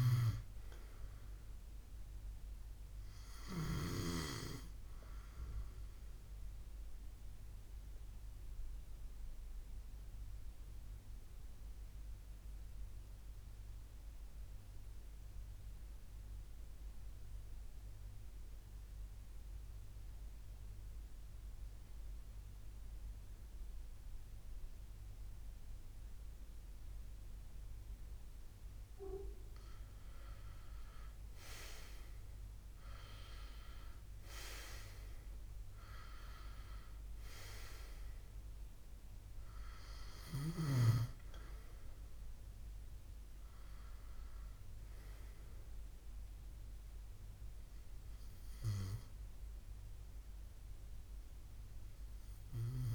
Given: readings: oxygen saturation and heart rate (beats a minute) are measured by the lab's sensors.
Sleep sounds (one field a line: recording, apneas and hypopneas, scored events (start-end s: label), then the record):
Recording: breathing in sleep by a room microphone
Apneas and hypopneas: 1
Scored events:
0.00-3.50 s: snoring (device-marked)
7.00-28.00 s: mixed apnea (oxygen 98% before, 91% lowest, heart rate 78 before, 61 extreme, up 11 after)
21.00-36.00 s: oxygen desaturation (device-marked, oxygen 96% before, 93% lowest, heart rate 69 before, 61 extreme)
28.50-33.00 s: arousal
From the record:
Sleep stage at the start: N2 (light sleep)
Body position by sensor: on the left side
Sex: male